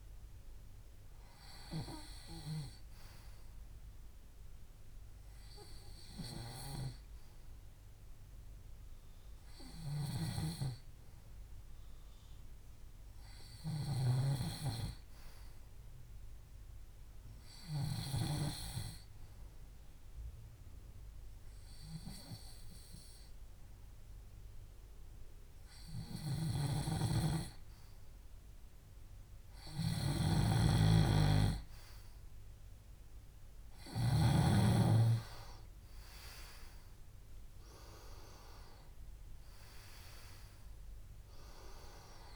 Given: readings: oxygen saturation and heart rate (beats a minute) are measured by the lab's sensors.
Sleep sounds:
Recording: breathing in sleep by a room microphone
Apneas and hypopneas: 1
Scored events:
17.50-27.50 s: hypopnea (oxygen 97% before, 93% lowest, heart rate 67 before, 66 extreme, up 1 after)
30.50-34.50 s: snoring (device-marked)
35.50-40.50 s: arousal
From the record:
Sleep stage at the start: N2 (light sleep)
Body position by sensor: on the left side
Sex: male

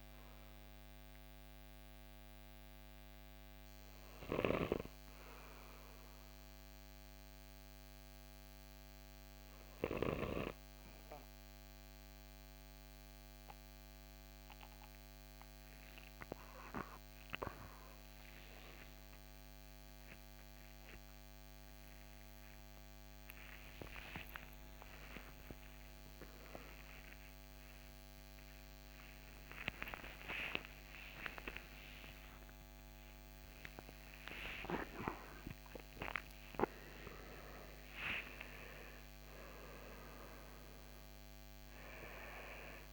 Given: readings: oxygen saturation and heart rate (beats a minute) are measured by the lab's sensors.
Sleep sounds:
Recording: a person partly awake in a sleep study, by a microphone on the trachea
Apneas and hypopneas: none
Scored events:
0.00-12.50 s: oxygen desaturation (device-marked, oxygen 89% lowest, heart rate 70 extreme)
26.50-42.93 s: new sleep stage, awake
From the record:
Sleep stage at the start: N2 (light sleep)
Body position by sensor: on the right side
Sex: male

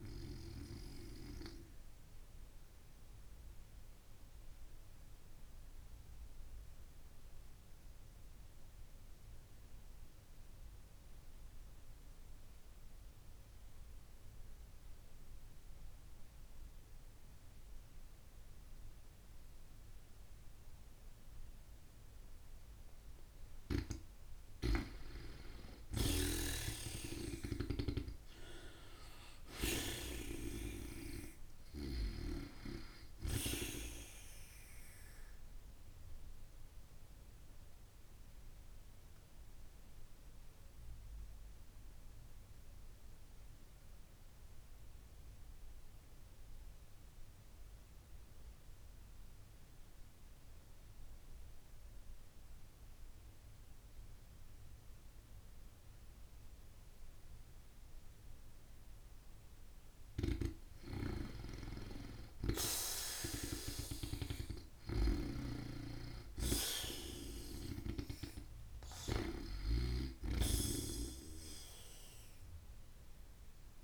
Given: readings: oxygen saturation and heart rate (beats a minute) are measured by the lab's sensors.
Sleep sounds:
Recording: breathing in sleep by a room microphone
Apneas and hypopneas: 2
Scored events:
1.00-22.00 s: obstructive apnea (oxygen 94% before, 88% lowest)
25.00-30.00 s: arousal
25.50-29.50 s: snoring (device-marked)
26.00-43.00 s: oxygen desaturation (device-marked, oxygen 94% before, 88% lowest)
35.00-58.50 s: obstructive apnea (oxygen 94% before, 89% lowest)
57.00-70.00 s: oxygen desaturation (device-marked, oxygen 95% before, 89% lowest)
59.50-73.84 s: snoring (device-marked)
63.00-68.00 s: arousal
From the record:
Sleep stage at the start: N2 (light sleep)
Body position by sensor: on the back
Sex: female

